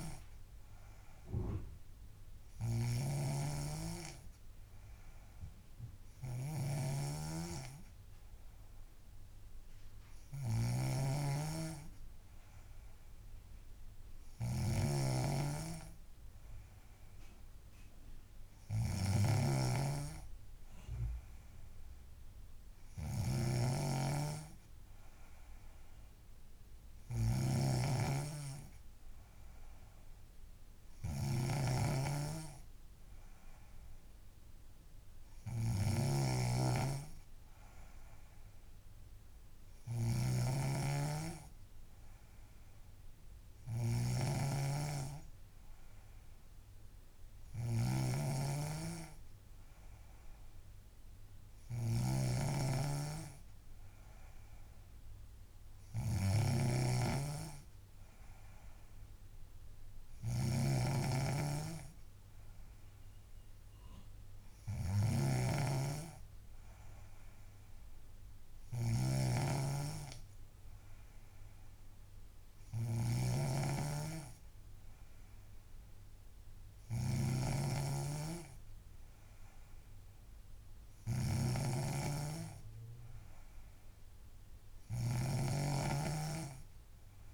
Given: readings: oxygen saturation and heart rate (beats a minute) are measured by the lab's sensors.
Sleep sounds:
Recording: breathing in sleep by a room microphone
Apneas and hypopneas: none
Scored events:
0.00-87.34 s: snoring (device-marked)
From the record:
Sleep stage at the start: N3 (deep sleep)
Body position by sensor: on the back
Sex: female

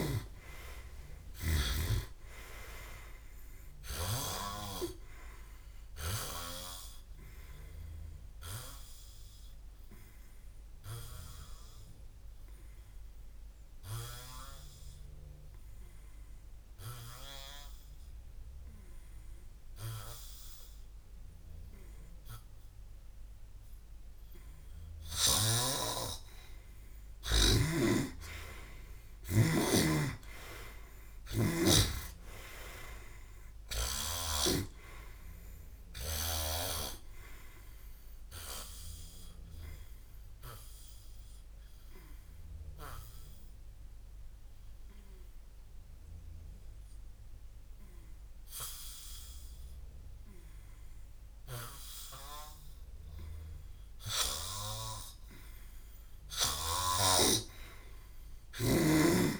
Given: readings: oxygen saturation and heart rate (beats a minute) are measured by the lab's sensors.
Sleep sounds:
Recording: breathing in sleep by a room microphone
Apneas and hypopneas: 2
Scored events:
0.00-1.00 s: arousal
9.00-17.00 s: oxygen desaturation (device-marked, oxygen 98% before, 93% lowest, heart rate 66 before, 58 extreme)
15.00-26.00 s: hypopnea (oxygen 98% before, 92% lowest, heart rate 66 before, 57 extreme, up 18 after)
19.00-33.00 s: oxygen desaturation (device-marked, oxygen 95% before, 92% lowest, heart rate 66 before, 57 extreme)
27.50-31.50 s: snoring (device-marked)
29.00-33.50 s: arousal
39.00-55.00 s: hypopnea (oxygen 98% before, 94% lowest, heart rate 65 before, 56 extreme, up 31 after)
From the record:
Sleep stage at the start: N2 (light sleep)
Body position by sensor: on the back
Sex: male

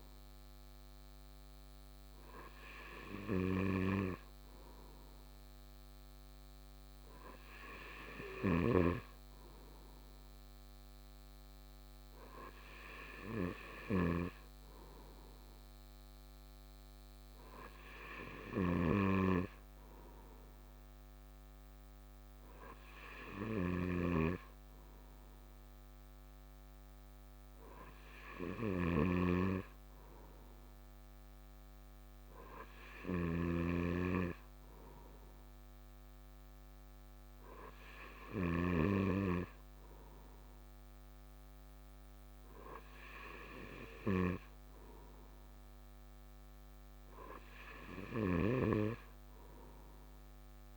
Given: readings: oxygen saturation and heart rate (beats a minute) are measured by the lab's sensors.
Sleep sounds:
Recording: breathing in sleep by a microphone on the trachea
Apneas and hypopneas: none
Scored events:
none scored
From the record:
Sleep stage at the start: N2 (light sleep)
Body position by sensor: on the right side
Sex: male

